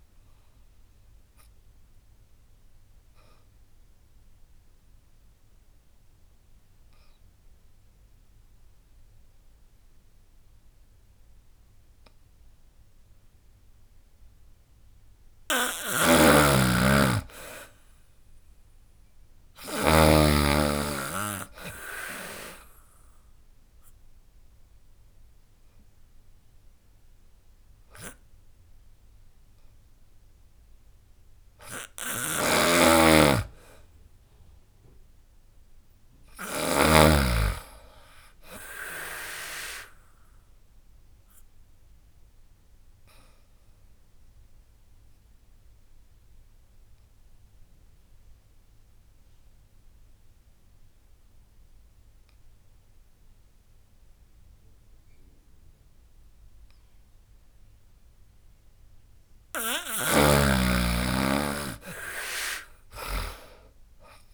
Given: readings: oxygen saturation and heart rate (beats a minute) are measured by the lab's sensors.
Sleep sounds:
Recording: breathing in sleep by a room microphone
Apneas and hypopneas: 3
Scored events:
1.00-13.50 s: obstructive apnea (oxygen 99% before, 91% lowest, heart rate 73 before, 69 extreme, up 12 after)
2.50-15.50 s: oxygen desaturation (device-marked, oxygen 99% before, 94% lowest, heart rate 73 before, 69 extreme)
15.50-19.50 s: snoring (device-marked)
16.00-18.50 s: arousal
17.50-28.50 s: drop in pulse transit time (device-marked, heart rate 76 before, 75 extreme)
22.00-32.50 s: obstructive apnea (oxygen 99% before, 91% lowest, heart rate 76 before, 65 extreme, up 9 after)
22.50-38.50 s: oxygen desaturation (device-marked, oxygen 97% before, 92% lowest, heart rate 76 before, 65 extreme)
31.50-36.50 s: snoring (device-marked)
34.00-37.00 s: arousal
40.50-58.00 s: obstructive apnea (oxygen 97% before, 91% lowest, heart rate 77 before, 65 extreme, up 22 after)
59.50-64.34 s: oxygen desaturation (device-marked, oxygen 98% before, 91% lowest, heart rate 71 before, 65 extreme)
59.50-64.34 s: snoring (device-marked)
60.50-64.00 s: arousal
60.50-64.34 s: drop in pulse transit time (device-marked, heart rate 71 before, 72 extreme)
From the record:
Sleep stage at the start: N2 (light sleep)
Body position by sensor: on the back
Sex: female

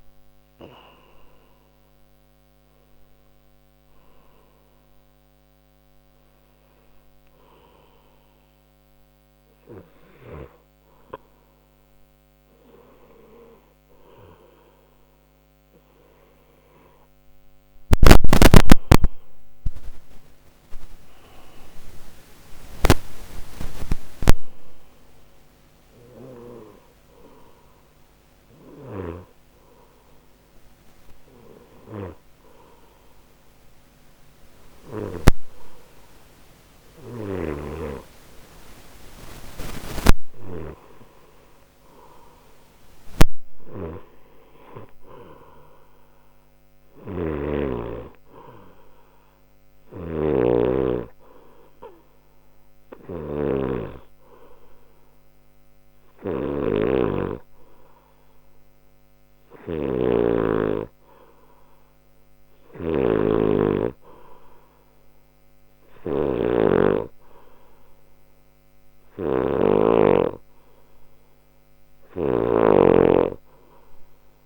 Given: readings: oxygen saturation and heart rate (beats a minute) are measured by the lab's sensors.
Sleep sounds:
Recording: breathing in sleep by a microphone on the trachea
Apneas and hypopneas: none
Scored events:
0.00-9.50 s: oxygen desaturation (device-marked, oxygen 89% lowest)
21.50-42.50 s: oxygen desaturation (device-marked, oxygen 97% before, 91% lowest, heart rate 59 before, 59 extreme)
37.00-40.50 s: snoring (device-marked)
46.50-74.46 s: snoring (device-marked)
51.50-74.46 s: new sleep stage, N2 (light sleep)
From the record:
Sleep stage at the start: N1 (lightest sleep)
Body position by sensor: on the left side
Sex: male

